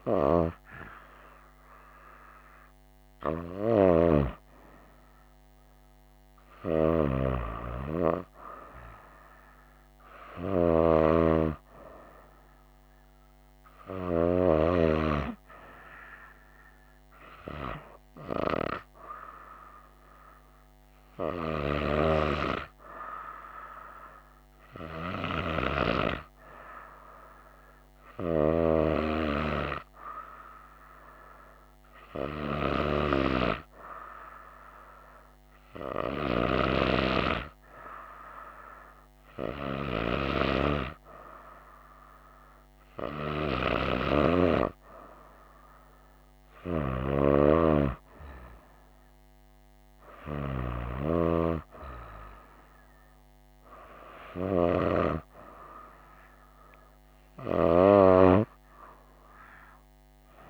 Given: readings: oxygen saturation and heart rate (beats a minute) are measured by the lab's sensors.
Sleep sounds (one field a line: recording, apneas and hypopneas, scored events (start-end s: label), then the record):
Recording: breathing in sleep by a microphone on the trachea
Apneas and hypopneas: none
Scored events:
none scored
From the record:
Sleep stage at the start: N2 (light sleep)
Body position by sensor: on the right side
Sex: female